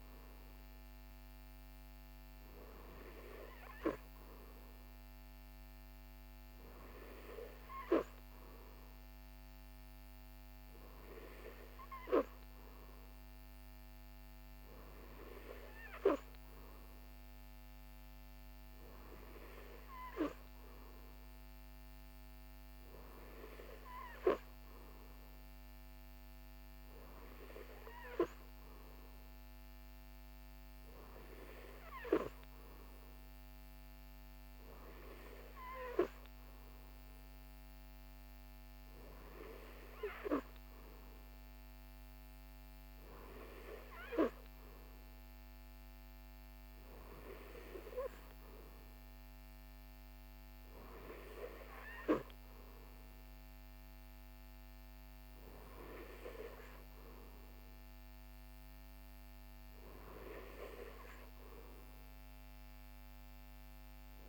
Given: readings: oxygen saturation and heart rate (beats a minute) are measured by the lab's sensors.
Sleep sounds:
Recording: breathing in sleep by a microphone on the trachea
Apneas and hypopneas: none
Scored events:
none scored
From the record:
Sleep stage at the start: N3 (deep sleep)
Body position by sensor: on the right side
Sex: male

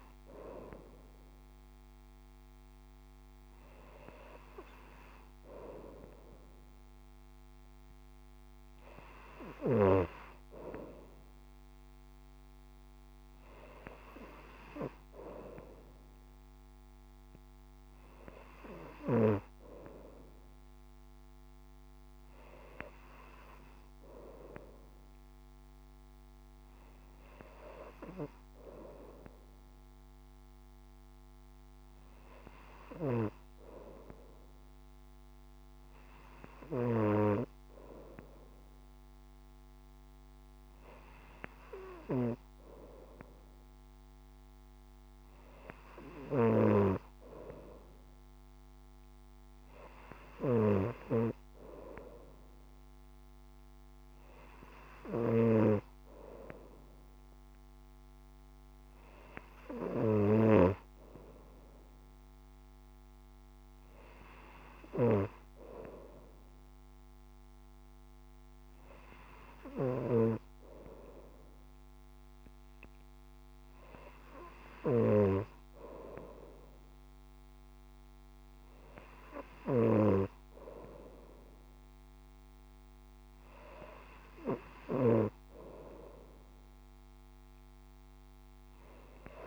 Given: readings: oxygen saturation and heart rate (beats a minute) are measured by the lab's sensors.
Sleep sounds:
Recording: breathing in sleep by a microphone on the trachea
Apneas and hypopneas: none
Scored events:
none scored
From the record:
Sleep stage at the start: N2 (light sleep)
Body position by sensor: on the front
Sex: female

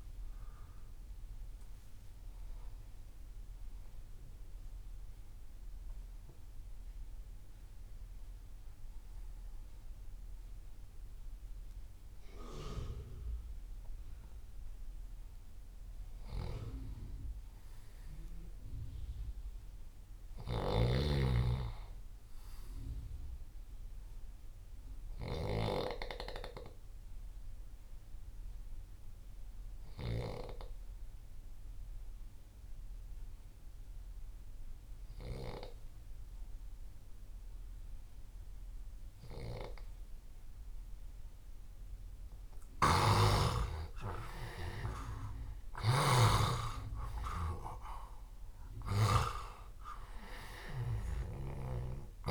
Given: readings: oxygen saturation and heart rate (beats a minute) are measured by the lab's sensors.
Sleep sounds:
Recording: breathing in sleep by a room microphone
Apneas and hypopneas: 1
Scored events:
0.00-4.00 s: oxygen desaturation (device-marked, oxygen 73% lowest)
23.00-36.00 s: oxygen desaturation (device-marked, oxygen 98% before, 93% lowest)
23.50-41.50 s: obstructive apnea (oxygen 99% before, 88% lowest)
27.00-52.31 s: new sleep stage, N2 (light sleep)
42.50-46.00 s: snoring (device-marked)
43.00-47.00 s: arousal
43.00-52.31 s: oxygen desaturation (device-marked, oxygen 96% before, 88% lowest)
From the record:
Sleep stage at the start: N1 (lightest sleep)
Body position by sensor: on the left side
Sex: male

